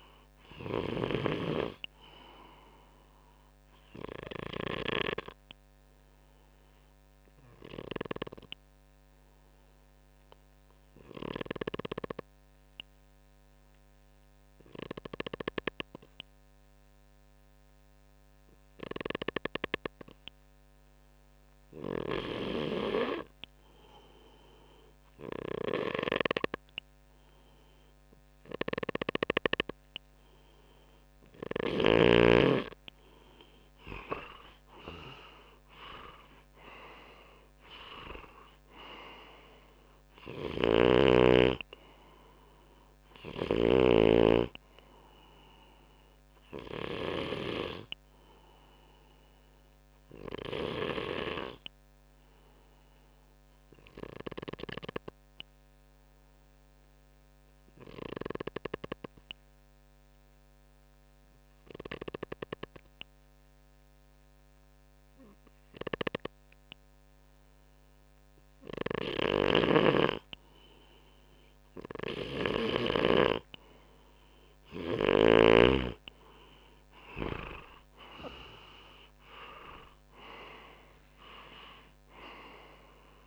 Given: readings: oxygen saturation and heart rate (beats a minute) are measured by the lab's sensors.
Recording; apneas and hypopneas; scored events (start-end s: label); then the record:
breathing in sleep by a microphone on the trachea; 2
0.00-4.50 s: snoring (device-marked)
4.00-29.50 s: obstructive apnea (oxygen 97% before, 93% lowest, heart rate 66 before, 62 extreme, up 5 after)
33.50-37.00 s: arousal
39.50-47.00 s: snoring (device-marked)
50.50-69.00 s: obstructive apnea (oxygen 97% before, 93% lowest, heart rate 66 before, 61 extreme, up 2 after)
68.00-72.50 s: snoring (device-marked)
75.50-80.00 s: arousal
From the record:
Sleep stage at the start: N2 (light sleep); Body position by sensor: on the front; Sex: male